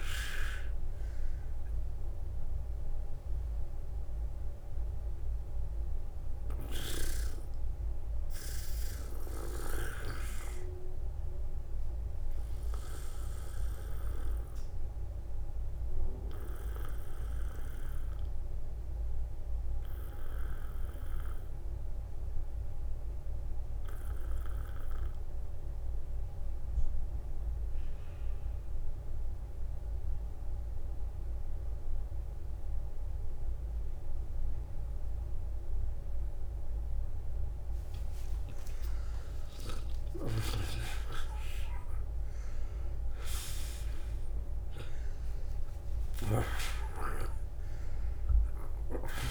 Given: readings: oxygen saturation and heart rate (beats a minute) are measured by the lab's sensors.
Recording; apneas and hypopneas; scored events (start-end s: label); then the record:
breathing in sleep by a room microphone; 1
2.00-38.00 s: obstructive apnea (oxygen 96% before, 84% lowest, heart rate 63 before, 46 extreme, up 10 after)
4.50-6.50 s: long interval between heartbeats (device-marked, heart rate 63 before, 54 extreme)
6.50-29.50 s: oxygen desaturation (device-marked, oxygen 93% before, 85% lowest, heart rate 63 before, 46 extreme)
38.50-43.50 s: arousal
40.50-49.31 s: oxygen desaturation (device-marked, oxygen 97% before, 91% lowest, heart rate 54 before, 49 extreme)
From the record:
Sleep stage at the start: N2 (light sleep); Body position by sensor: on the back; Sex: male